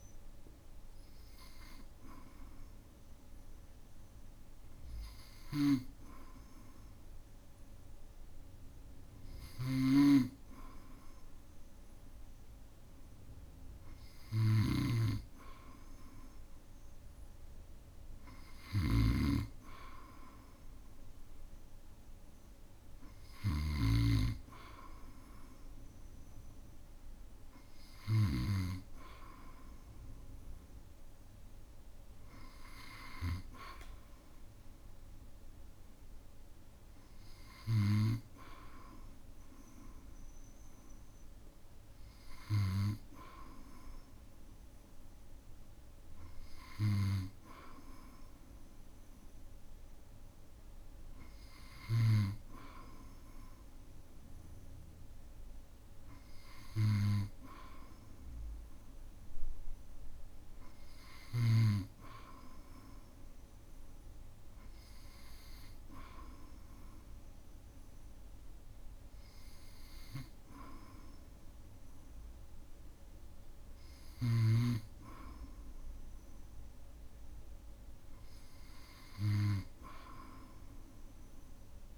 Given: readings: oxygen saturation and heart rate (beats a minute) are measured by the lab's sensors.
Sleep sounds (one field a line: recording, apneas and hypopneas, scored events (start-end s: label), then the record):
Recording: breathing in sleep by a room microphone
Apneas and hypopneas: none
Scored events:
5.50-28.50 s: snoring (device-marked)
From the record:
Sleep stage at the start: N2 (light sleep)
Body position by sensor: on the back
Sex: male